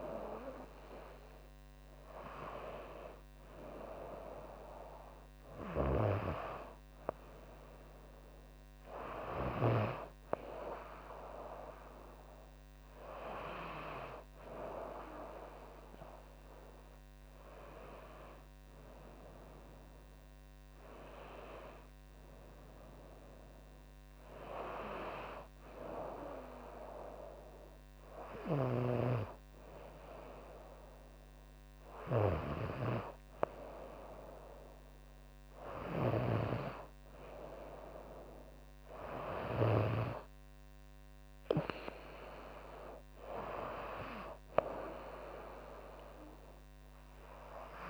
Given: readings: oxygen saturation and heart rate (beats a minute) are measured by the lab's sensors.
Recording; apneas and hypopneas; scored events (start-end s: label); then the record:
breathing in sleep by a microphone on the trachea; none
none scored
From the record:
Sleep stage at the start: N2 (light sleep); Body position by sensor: on the right side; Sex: female